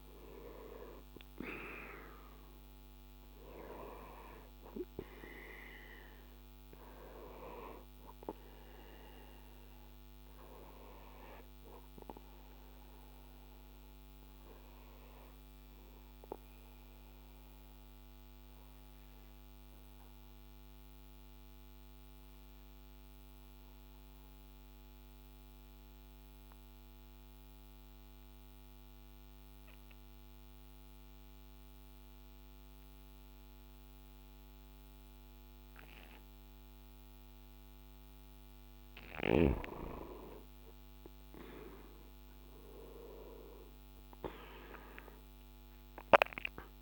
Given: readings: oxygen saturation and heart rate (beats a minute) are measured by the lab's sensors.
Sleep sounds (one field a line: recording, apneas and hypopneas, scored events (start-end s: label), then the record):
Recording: breathing in sleep by a microphone on the trachea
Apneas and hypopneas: 1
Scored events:
11.00-25.00 s: oxygen desaturation (device-marked, oxygen 94% before, 90% lowest, heart rate 62 before, 56 extreme)
11.50-38.50 s: obstructive apnea (oxygen 96% before, 90% lowest, heart rate 62 before, 55 extreme, up 8 after)
41.00-46.50 s: arousal
From the record:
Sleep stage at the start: N2 (light sleep)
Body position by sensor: on the back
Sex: male